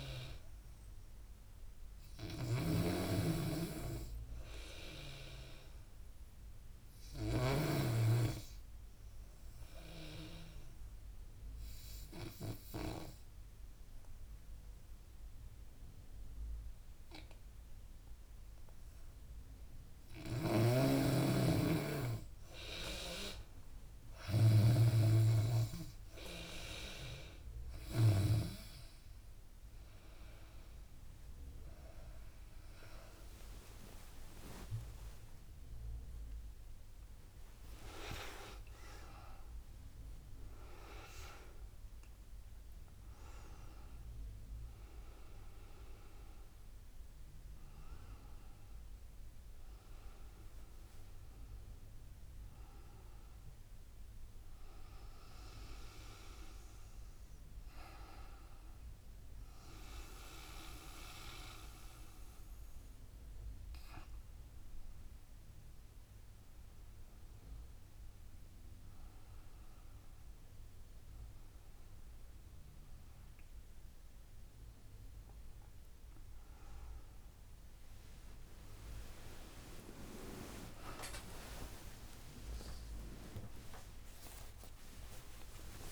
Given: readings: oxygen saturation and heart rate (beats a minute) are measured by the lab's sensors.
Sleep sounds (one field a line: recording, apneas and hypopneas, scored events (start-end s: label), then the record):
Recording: a person awake in a sleep study, by a room microphone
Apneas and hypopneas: 1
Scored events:
0.00-13.00 s: snoring (device-marked)
3.50-6.50 s: arousal
11.00-21.00 s: obstructive apnea (oxygen 96% before, 90% lowest, heart rate 85 before, 78 extreme, up 15 after)
20.00-28.50 s: snoring (device-marked)
21.50-85.92 s: new sleep stage, awake
23.50-47.50 s: drop in pulse transit time (device-marked, heart rate 80 before, 84 extreme)
25.50-51.50 s: oxygen desaturation (device-marked, oxygen 95% before, 90% lowest, heart rate 81 before, 78 extreme)
30.50-45.50 s: tachycardia (device-marked, heart rate 83 before, 148 extreme)
35.00-37.00 s: long interval between heartbeats (device-marked, heart rate 87 before, 127 extreme)
38.50-40.50 s: long interval between heartbeats (device-marked, heart rate 98 before, 139 extreme)
42.00-44.00 s: long interval between heartbeats (device-marked, heart rate 106 before, 129 extreme)
75.50-85.92 s: tachycardia (device-marked, heart rate 85 before, 135 extreme)
79.00-81.00 s: long interval between heartbeats (device-marked, heart rate 86 before, 119 extreme)
79.50-85.92 s: drop in pulse transit time (device-marked, heart rate 88 before, 89 extreme)
81.50-83.50 s: long interval between heartbeats (device-marked, heart rate 91 before, 128 extreme)
83.50-85.50 s: long interval between heartbeats (device-marked, heart rate 96 before, 116 extreme)
From the record:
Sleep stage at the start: N2 (light sleep)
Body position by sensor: on the back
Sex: female